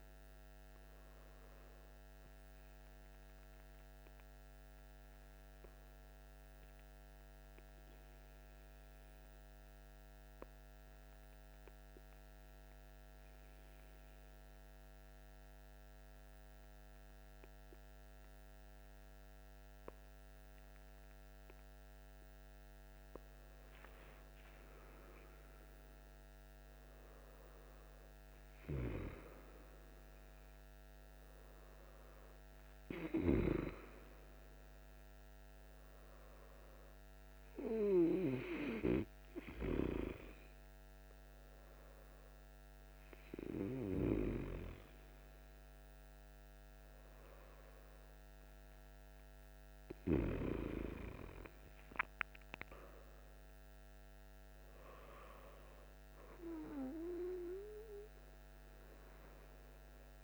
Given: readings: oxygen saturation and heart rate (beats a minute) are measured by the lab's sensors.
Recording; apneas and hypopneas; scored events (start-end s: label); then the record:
breathing in sleep by a microphone on the trachea; 1
7.50-22.50 s: obstructive apnea (oxygen 98% before, 96% lowest, heart rate 55 before, 52 extreme, up 6 after)
24.50-29.00 s: arousal
From the record:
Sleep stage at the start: N1 (lightest sleep); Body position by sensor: on the back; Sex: male